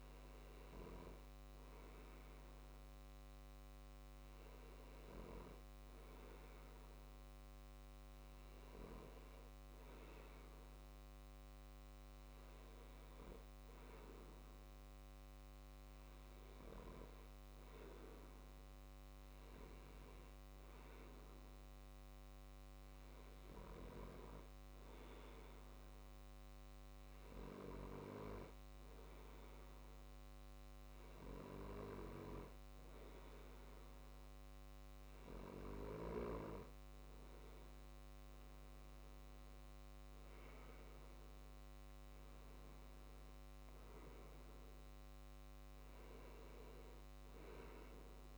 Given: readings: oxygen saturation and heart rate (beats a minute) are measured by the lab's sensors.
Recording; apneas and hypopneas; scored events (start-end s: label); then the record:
breathing in sleep by a microphone on the trachea; none
none scored
From the record:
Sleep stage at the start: N2 (light sleep); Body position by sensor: on the left side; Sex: male